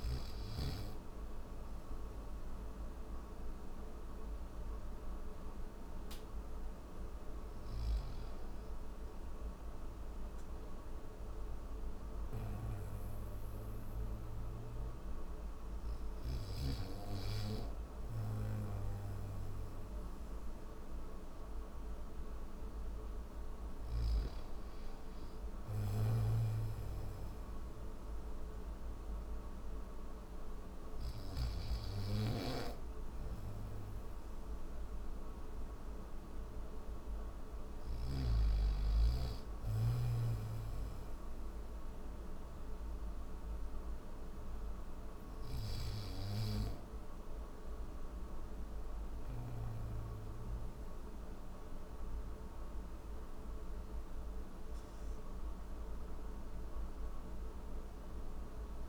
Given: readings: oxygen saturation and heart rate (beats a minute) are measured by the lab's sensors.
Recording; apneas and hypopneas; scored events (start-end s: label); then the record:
breathing in sleep by a room microphone; none
25.00-58.89 s: new sleep stage, N3 (deep sleep)
25.50-31.00 s: snoring (device-marked)
From the record:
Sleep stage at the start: N1 (lightest sleep); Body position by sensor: on the back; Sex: male